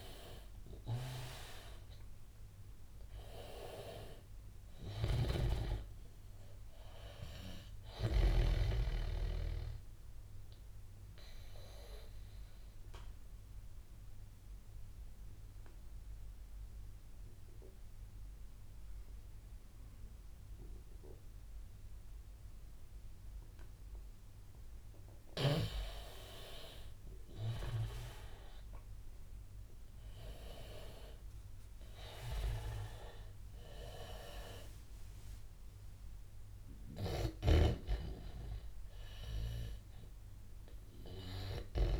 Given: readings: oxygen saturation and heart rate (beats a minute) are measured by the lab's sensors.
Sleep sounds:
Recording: breathing in sleep by a room microphone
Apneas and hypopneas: 1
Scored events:
0.00-4.50 s: arousal
2.00-22.00 s: oxygen desaturation (device-marked, oxygen 96% before, 89% lowest, heart rate 85 before, 81 extreme)
5.00-8.50 s: snoring (device-marked)
11.00-26.00 s: obstructive apnea (oxygen 98% before, 89% lowest, heart rate 87 before, 83 extreme, up 10 after)
31.00-35.50 s: arousal
34.00-42.00 s: oxygen desaturation (device-marked, oxygen 98% before, 90% lowest, heart rate 87 before, 85 extreme)
37.00-42.00 s: snoring (device-marked)
From the record:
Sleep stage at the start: N2 (light sleep)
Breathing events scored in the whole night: 284 in 4.1 hours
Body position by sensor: on the back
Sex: male

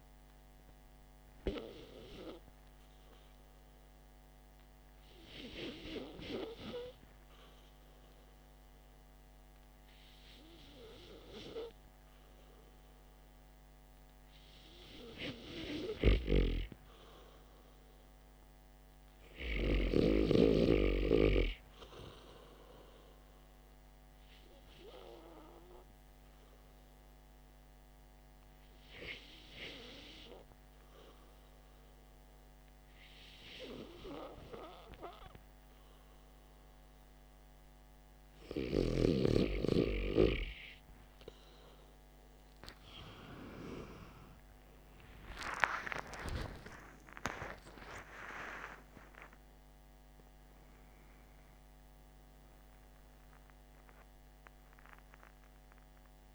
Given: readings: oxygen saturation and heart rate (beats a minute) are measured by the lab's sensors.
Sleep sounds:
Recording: breathing in sleep by a microphone on the trachea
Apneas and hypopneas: 1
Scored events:
14.50-25.50 s: oxygen desaturation (device-marked, oxygen 96% before, 93% lowest, heart rate 55 before, 50 extreme)
23.50-36.50 s: hypopnea (oxygen 97% before, 92% lowest, heart rate 54 before, 50 extreme, up 14 after)
43.00-48.00 s: arousal
From the record:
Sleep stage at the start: N2 (light sleep)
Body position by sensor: on the back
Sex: male

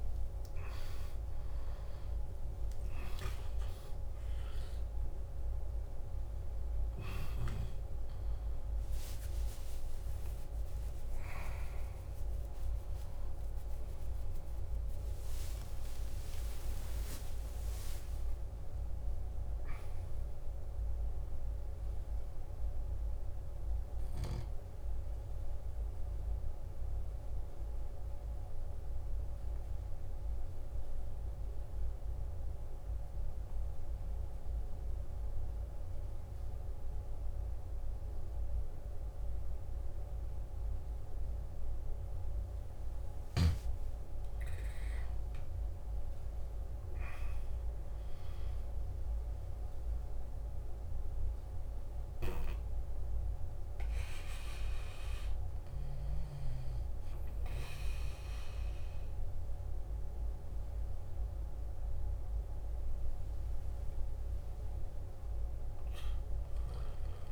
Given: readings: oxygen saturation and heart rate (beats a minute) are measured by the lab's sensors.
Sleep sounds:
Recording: breathing in sleep, hard to hear, by a room microphone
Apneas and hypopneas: 1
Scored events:
0.00-6.50 s: oxygen desaturation (device-marked, oxygen 92% lowest, heart rate 54 extreme)
8.50-32.50 s: oxygen desaturation (device-marked, oxygen 93% before, 89% lowest, heart rate 60 before, 51 extreme)
9.00-15.00 s: arousal
22.50-67.32 s: new sleep stage, N2 (light sleep)
27.50-42.50 s: hypopnea (oxygen 95% before, 93% lowest, heart rate 69 before, 51 extreme, up 13 after)
44.00-48.00 s: arousal
49.50-67.32 s: oxygen desaturation (device-marked, oxygen 98% before, 93% lowest, heart rate 54 before, 51 extreme)
From the record:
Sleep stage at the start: N1 (lightest sleep)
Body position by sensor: on the back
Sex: male

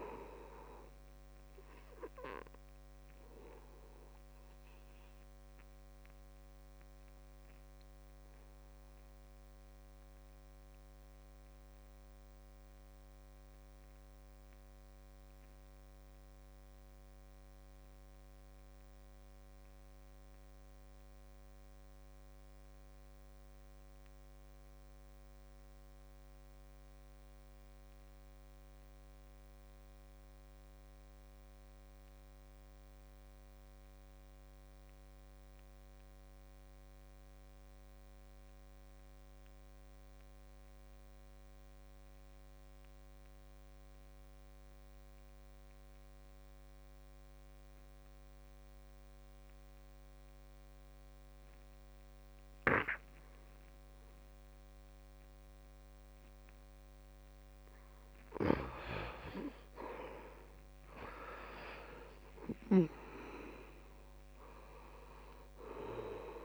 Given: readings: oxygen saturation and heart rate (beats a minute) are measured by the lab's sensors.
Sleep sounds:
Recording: breathing in sleep by a microphone on the trachea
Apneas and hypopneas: 1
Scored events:
0.00-20.50 s: oxygen desaturation (device-marked, oxygen 68% lowest, heart rate 65 extreme)
5.50-56.50 s: obstructive apnea (oxygen 80% before, 67% lowest, heart rate 80 before, 70 extreme, up 5 after)
20.50-66.45 s: new sleep stage, REM sleep
33.50-66.45 s: oxygen desaturation (device-marked, oxygen 94% before, 67% lowest, heart rate 71 before, 70 extreme)
60.50-64.50 s: arousal
From the record:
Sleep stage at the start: N2 (light sleep)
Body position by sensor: on the back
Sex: male

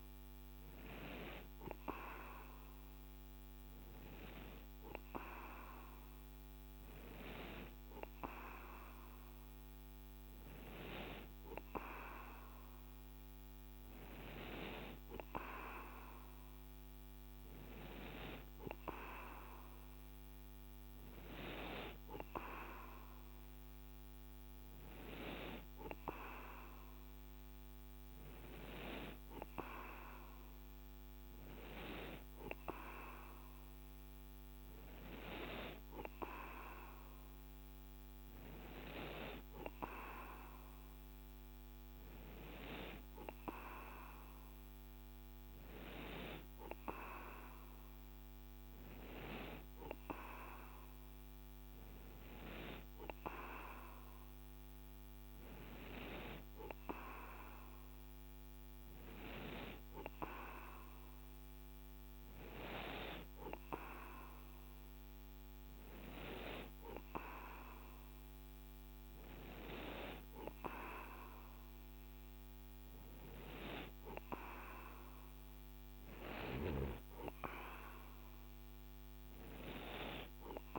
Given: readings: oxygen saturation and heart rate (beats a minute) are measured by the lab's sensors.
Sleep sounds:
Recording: breathing in sleep by a microphone on the trachea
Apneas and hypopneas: none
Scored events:
none scored
From the record:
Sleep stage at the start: N2 (light sleep)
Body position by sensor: on the right side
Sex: male

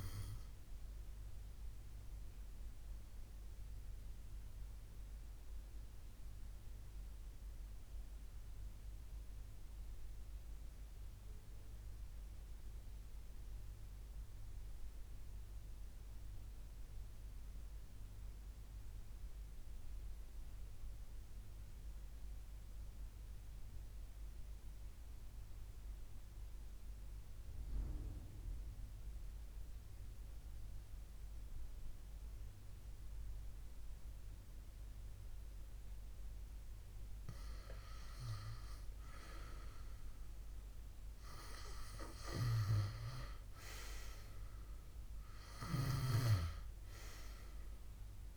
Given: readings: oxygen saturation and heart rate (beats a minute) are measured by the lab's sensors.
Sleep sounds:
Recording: breathing in sleep by a room microphone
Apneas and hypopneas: 1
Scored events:
1.50-36.00 s: mixed apnea (oxygen 96% before, 79% lowest, heart rate 71 before, 65 extreme, up 8 after)
6.00-18.00 s: oxygen desaturation (device-marked, oxygen 95% before, 91% lowest, heart rate 70 before, 65 extreme)
41.00-48.36 s: oxygen desaturation (device-marked, oxygen 98% before, 79% lowest, heart rate 72 before, 74 extreme)
44.50-48.36 s: arousal
From the record:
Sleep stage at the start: N2 (light sleep)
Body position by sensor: on the left side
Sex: male

